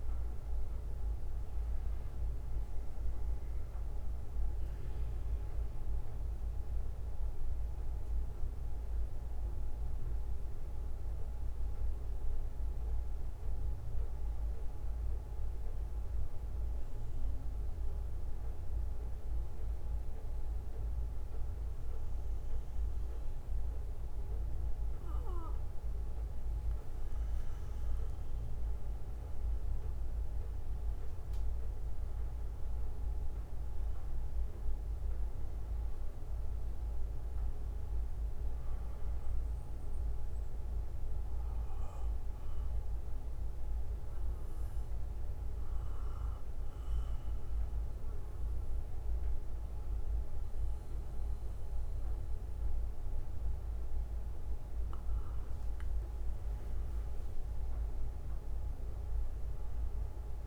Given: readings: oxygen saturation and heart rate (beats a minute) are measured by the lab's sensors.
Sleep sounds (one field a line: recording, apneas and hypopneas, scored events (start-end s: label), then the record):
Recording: breathing in sleep, hard to hear, by a room microphone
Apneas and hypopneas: 2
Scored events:
4.00-24.00 s: bradycardia (device-marked, heart rate 60 before, 45 extreme)
7.00-25.50 s: central apnea (oxygen 97% before, 92% lowest, heart rate 69 before, 52 extreme, up 23 after)
26.00-30.50 s: arousal
39.00-47.00 s: bradycardia (device-marked, heart rate 60 before, 54 extreme)
40.50-54.50 s: central apnea (oxygen 97% before, 92% lowest, heart rate 64 before, 49 extreme, up 17 after)
49.00-52.00 s: bradycardia (device-marked, heart rate 60 before, 56 extreme)
49.00-60.47 s: oxygen desaturation (device-marked, oxygen 97% before, 92% lowest, heart rate 64 before, 49 extreme)
53.00-56.00 s: bradycardia (device-marked, heart rate 60 before, 56 extreme)
56.50-60.00 s: arousal
From the record:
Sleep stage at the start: N2 (light sleep)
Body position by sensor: on the back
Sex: male